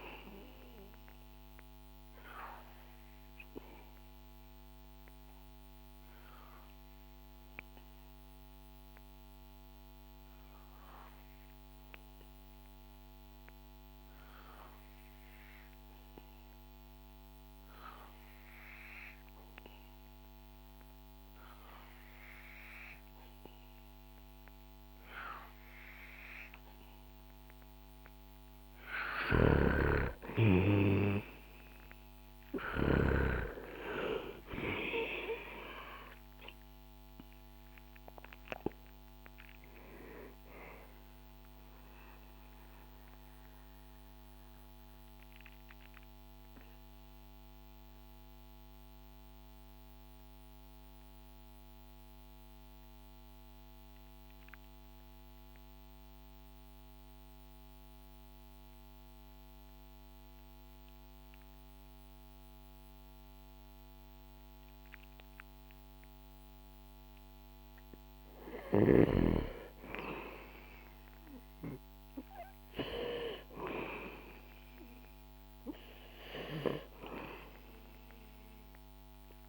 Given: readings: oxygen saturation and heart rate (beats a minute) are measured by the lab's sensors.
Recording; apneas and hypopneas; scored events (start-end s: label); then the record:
breathing in sleep by a microphone on the trachea; 2
5.00-28.00 s: obstructive apnea (oxygen 96% before, 91% lowest, heart rate 63 before, 58 extreme, up 5 after)
28.50-32.50 s: snoring (device-marked)
30.00-34.00 s: arousal
30.00-44.00 s: oxygen desaturation (device-marked, oxygen 96% before, 91% lowest, heart rate 64 before, 58 extreme)
42.00-66.50 s: mixed apnea (oxygen 96% before, 91% lowest, heart rate 66 before, 58 extreme, up 4 after)
68.50-72.50 s: arousal
74.00-79.49 s: oxygen desaturation (device-marked, oxygen 98% before, 93% lowest, heart rate 65 before, 61 extreme)
From the record:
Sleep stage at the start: N2 (light sleep); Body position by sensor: on the back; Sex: male